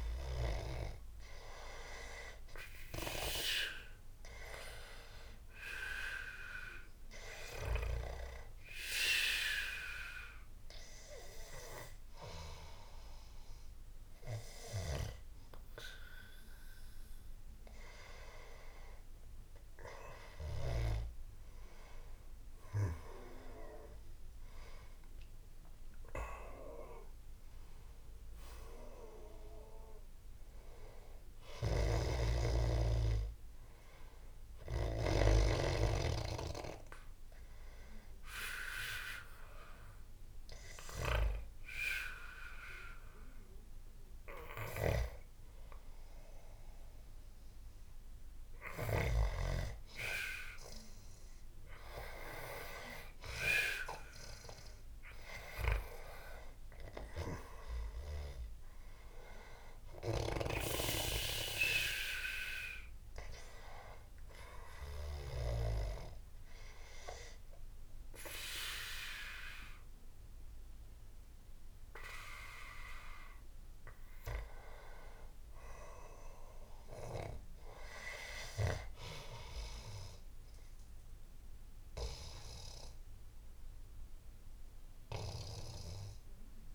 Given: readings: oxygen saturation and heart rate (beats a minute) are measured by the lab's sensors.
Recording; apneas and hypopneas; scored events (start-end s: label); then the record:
breathing in sleep by a room microphone; 2
0.00-3.00 s: arousal
5.50-18.50 s: hypopnea (oxygen 96% before, 93% lowest, heart rate 79 before, 77 extreme, up 5 after)
20.00-24.50 s: arousal
31.50-35.50 s: snoring (device-marked)
36.50-49.50 s: hypopnea (oxygen 96% before, 91% lowest, heart rate 85 before, 75 extreme, up 6 after)
51.00-54.00 s: arousal
From the record:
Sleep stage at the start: N2 (light sleep); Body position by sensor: on the back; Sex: male